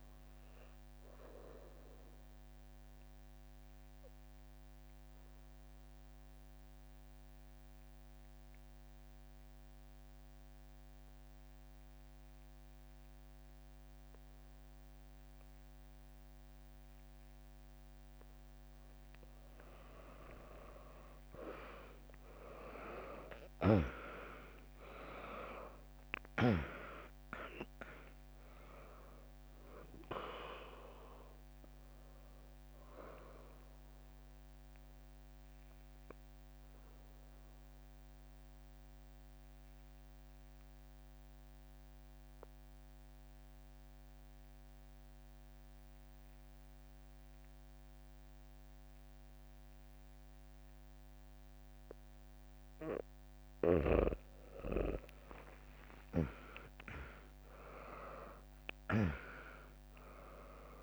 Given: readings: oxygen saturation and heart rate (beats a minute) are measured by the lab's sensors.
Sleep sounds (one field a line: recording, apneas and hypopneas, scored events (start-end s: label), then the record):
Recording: breathing in sleep by a microphone on the trachea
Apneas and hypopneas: 2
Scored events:
0.00-2.50 s: drop in pulse transit time (device-marked, heart rate 64 extreme)
1.00-18.00 s: obstructive apnea (oxygen 100% before, 95% lowest, heart rate 64 before, 61 extreme, up 0 after)
23.50-36.50 s: drop in pulse transit time (device-marked, heart rate 64 before, 61 extreme)
24.00-29.00 s: arousal
26.50-45.50 s: oxygen desaturation (device-marked, oxygen 99% before, 95% lowest, heart rate 64 before, 59 extreme)
35.50-54.00 s: obstructive apnea (oxygen 99% before, 95% lowest, heart rate 67 before, 59 extreme, up 3 after)
56.50-60.83 s: drop in pulse transit time (device-marked, heart rate 71 before, 61 extreme)
From the record:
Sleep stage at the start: N2 (light sleep)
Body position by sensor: on the back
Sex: female